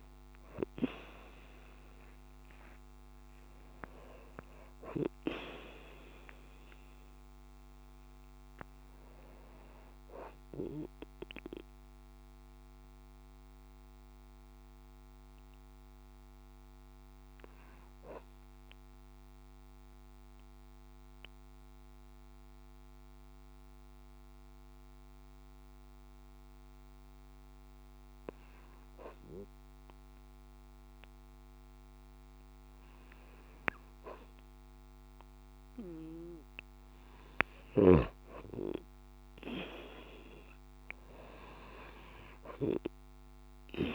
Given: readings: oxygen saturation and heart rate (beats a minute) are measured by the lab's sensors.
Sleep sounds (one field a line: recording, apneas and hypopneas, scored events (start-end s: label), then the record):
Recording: breathing in sleep by a microphone on the trachea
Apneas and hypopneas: 1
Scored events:
2.00-6.00 s: arousal
11.00-34.00 s: hypopnea (oxygen 95% before, 93% lowest)
38.00-42.00 s: arousal
From the record:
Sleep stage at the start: N2 (light sleep)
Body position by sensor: on the right side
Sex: female